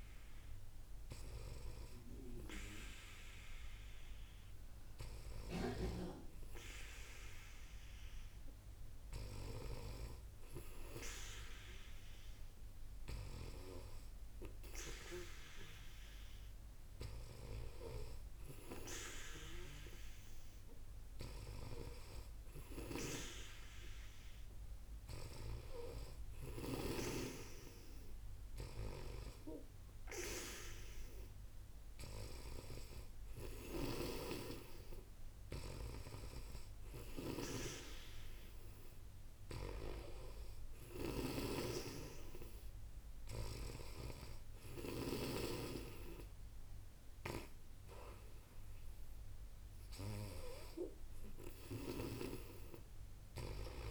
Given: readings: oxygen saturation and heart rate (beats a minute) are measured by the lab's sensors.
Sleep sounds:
breathing in sleep by a room microphone; none
2.50-16.50 s: oxygen desaturation (device-marked, oxygen 96% before, 93% lowest, heart rate 62 before, 59 extreme)
5.00-9.50 s: snoring (device-marked)
17.00-47.00 s: snoring (device-marked)
From the record:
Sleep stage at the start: N2 (light sleep); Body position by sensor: on the back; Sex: female

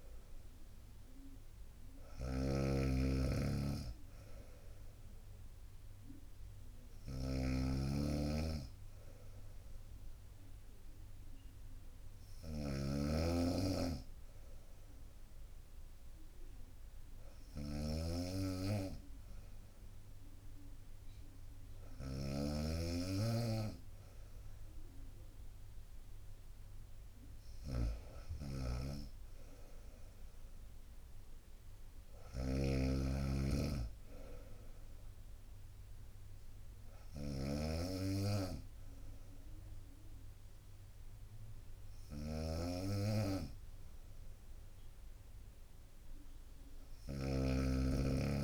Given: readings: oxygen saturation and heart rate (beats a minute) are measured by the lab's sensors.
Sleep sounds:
breathing in sleep by a room microphone; none
0.00-48.44 s: snoring (device-marked)
From the record:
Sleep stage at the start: N2 (light sleep); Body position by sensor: on the right side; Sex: female

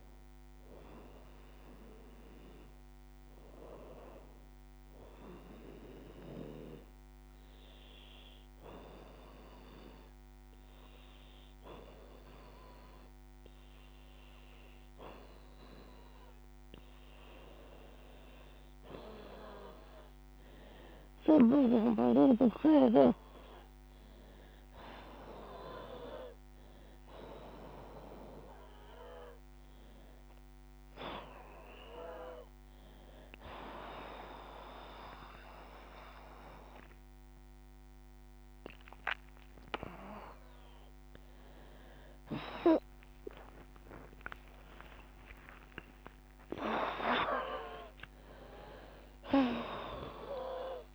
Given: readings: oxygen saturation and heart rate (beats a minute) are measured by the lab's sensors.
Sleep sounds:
a person partly awake in a sleep study, by a microphone on the trachea; 1
0.00-2.50 s: arousal
5.50-18.00 s: hypopnea (oxygen 96% before, 87% lowest, heart rate 78 before, 70 extreme, up 19 after)
7.50-39.50 s: oxygen desaturation (device-marked, oxygen 96% before, 87% lowest, heart rate 77 before, 70 extreme)
35.50-50.95 s: new sleep stage, awake
41.50-46.50 s: tachycardia (device-marked, heart rate 62 before, 109 extreme)
42.50-49.50 s: leg movement (device-marked)
43.00-45.00 s: long interval between heartbeats (device-marked, heart rate 85 before, 97 extreme)
From the record:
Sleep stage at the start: N1 (lightest sleep); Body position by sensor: on the back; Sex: female

